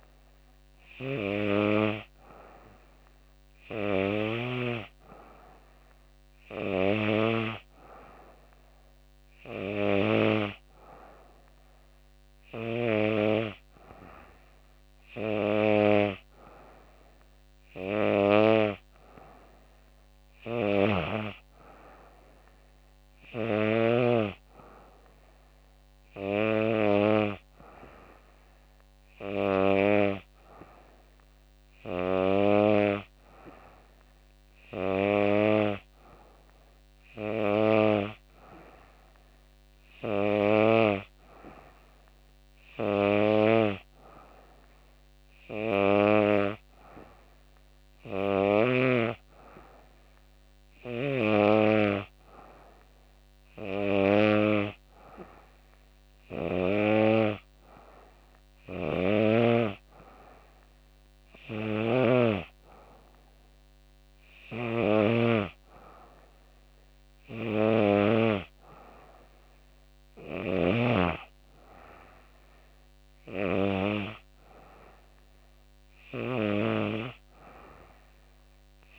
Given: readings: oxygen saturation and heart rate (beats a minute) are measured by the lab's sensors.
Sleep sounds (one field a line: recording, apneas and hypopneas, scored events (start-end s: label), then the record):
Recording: breathing in sleep by a microphone on the trachea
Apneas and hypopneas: none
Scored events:
60.50-69.50 s: snoring (device-marked)
From the record:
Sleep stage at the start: N3 (deep sleep)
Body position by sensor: on the back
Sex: female